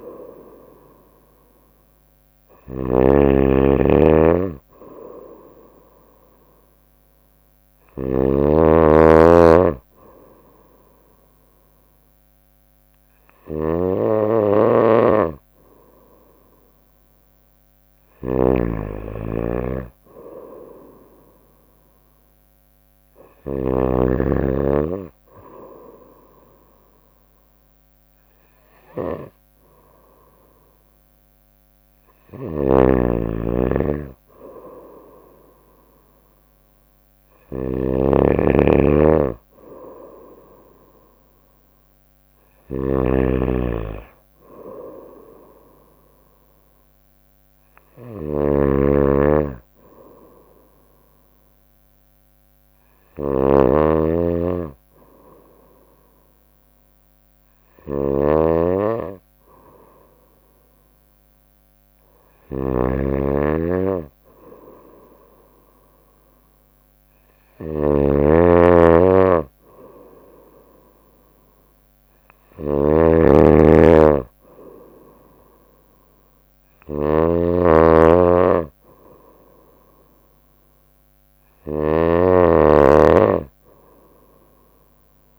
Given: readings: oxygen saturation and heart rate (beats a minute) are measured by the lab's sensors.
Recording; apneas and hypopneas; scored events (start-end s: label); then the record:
breathing in sleep by a microphone on the trachea; none
0.00-24.00 s: snoring (device-marked)
32.00-85.39 s: snoring (device-marked)
From the record:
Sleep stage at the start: N2 (light sleep); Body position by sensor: on the right side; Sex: female